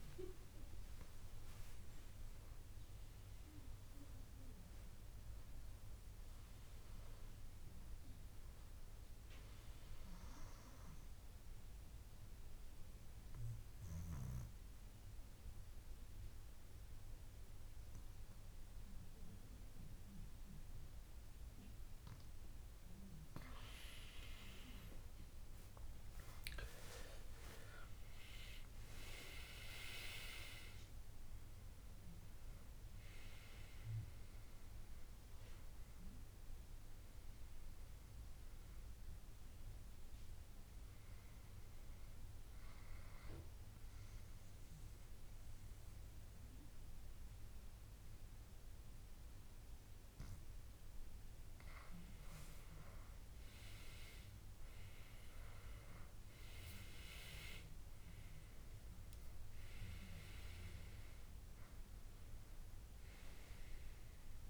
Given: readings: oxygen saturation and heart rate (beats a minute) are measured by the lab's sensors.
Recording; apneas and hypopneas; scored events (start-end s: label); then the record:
breathing in sleep by a room microphone; 2
10.50-24.00 s: obstructive apnea (oxygen 97% before, 92% lowest, heart rate 75 before, 66 extreme, up 16 after)
25.50-30.00 s: arousal
28.00-45.00 s: oxygen desaturation (device-marked, oxygen 96% before, 92% lowest, heart rate 70 before, 68 extreme)
38.50-51.00 s: hypopnea (oxygen 97% before, 92% lowest, heart rate 73 before, 68 extreme, up 9 after)
54.50-58.50 s: arousal
57.00-64.50 s: oxygen desaturation (device-marked, oxygen 98% before, 94% lowest, heart rate 71 before, 71 extreme)
From the record:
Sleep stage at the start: N2 (light sleep); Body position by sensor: on the back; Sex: male